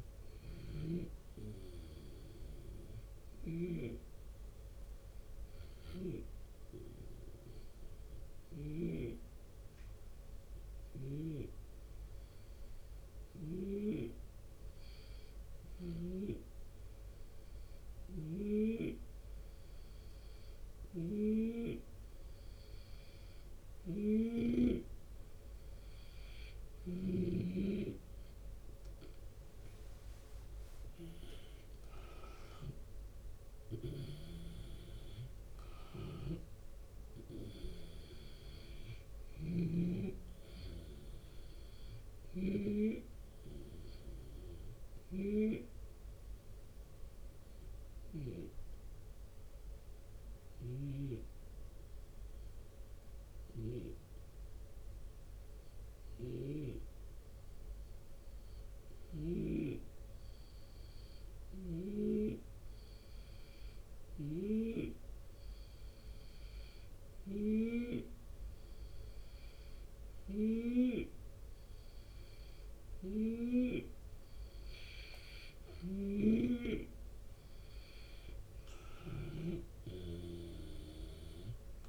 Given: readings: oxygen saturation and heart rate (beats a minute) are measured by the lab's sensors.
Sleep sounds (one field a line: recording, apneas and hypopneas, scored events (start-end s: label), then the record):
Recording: breathing in sleep by a room microphone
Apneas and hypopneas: 2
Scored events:
4.50-23.00 s: hypopnea (oxygen 94% before, 91% lowest, heart rate 84 before, 77 extreme, up 8 after)
5.00-8.50 s: snoring (device-marked)
10.50-15.50 s: snoring (device-marked)
17.50-21.00 s: snoring (device-marked)
23.00-26.50 s: snoring (device-marked)
29.50-52.50 s: drop in pulse transit time (device-marked, heart rate 79 before, 79 extreme)
30.50-35.50 s: arousal
38.50-50.50 s: snoring (device-marked)
44.00-71.50 s: hypopnea (oxygen 93% before, 89% lowest, heart rate 82 before, 76 extreme, up 1 after)
63.50-67.00 s: snoring (device-marked)
75.50-79.00 s: snoring (device-marked)
77.50-81.50 s: arousal
79.50-81.88 s: drop in pulse transit time (device-marked, heart rate 77 before, 76 extreme)
From the record:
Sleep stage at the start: N2 (light sleep)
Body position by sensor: on the left side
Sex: male